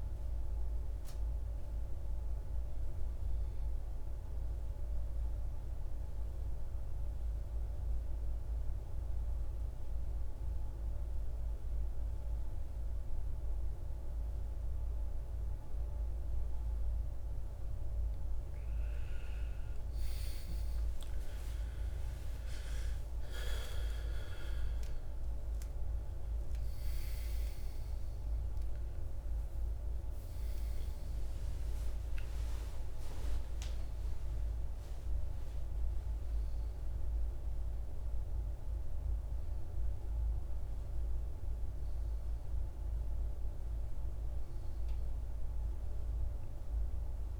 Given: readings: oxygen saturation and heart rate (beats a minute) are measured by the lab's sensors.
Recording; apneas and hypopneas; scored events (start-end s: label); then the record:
breathing in sleep, hard to hear, by a room microphone; 1
0.00-3.50 s: oxygen desaturation (device-marked, oxygen 91% lowest, heart rate 55 extreme)
5.00-18.50 s: obstructive apnea (oxygen 96% before, 86% lowest, heart rate 59 before, 55 extreme, up 11 after)
19.50-23.50 s: arousal
19.50-40.50 s: oxygen desaturation (device-marked, oxygen 97% before, 86% lowest, heart rate 57 before, 53 extreme)
From the record:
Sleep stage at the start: N2 (light sleep); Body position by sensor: on the back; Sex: male